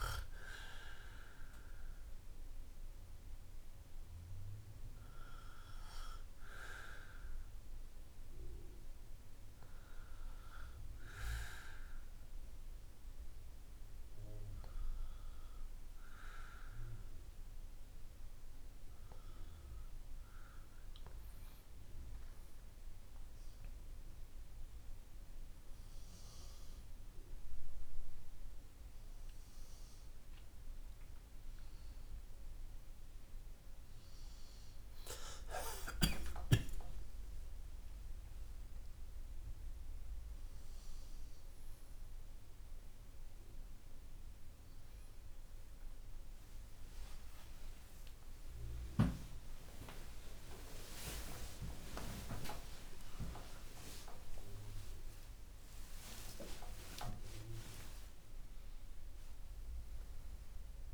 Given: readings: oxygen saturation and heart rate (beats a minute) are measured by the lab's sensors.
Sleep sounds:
a person awake in a sleep study, by a room microphone; 1
7.50-20.00 s: hypopnea (oxygen 96% before, 95% lowest, heart rate 52 before, 47 extreme, up 2 after)
7.50-60.94 s: new sleep stage, awake
From the record:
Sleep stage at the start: REM sleep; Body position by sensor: on the back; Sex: male

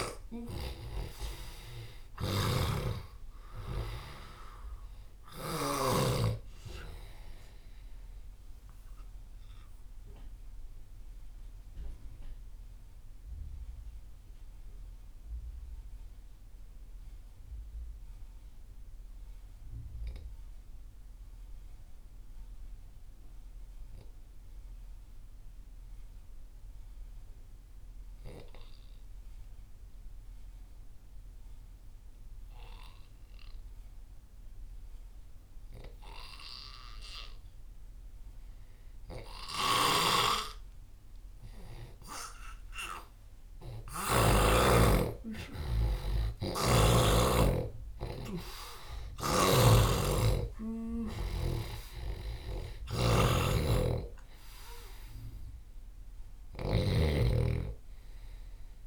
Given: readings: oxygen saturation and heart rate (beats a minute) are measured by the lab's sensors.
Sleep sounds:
breathing in sleep by a room microphone; 1
0.00-5.50 s: snoring (device-marked)
0.00-24.50 s: oxygen desaturation (device-marked, oxygen 88% lowest)
9.00-42.00 s: obstructive apnea (oxygen 98% before, 86% lowest)
39.50-44.00 s: snoring (device-marked)
40.50-58.87 s: oxygen desaturation (device-marked, oxygen 98% before, 86% lowest)
45.00-48.50 s: arousal
46.00-56.50 s: snoring (device-marked)
From the record:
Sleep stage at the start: N2 (light sleep); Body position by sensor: on the left side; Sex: male

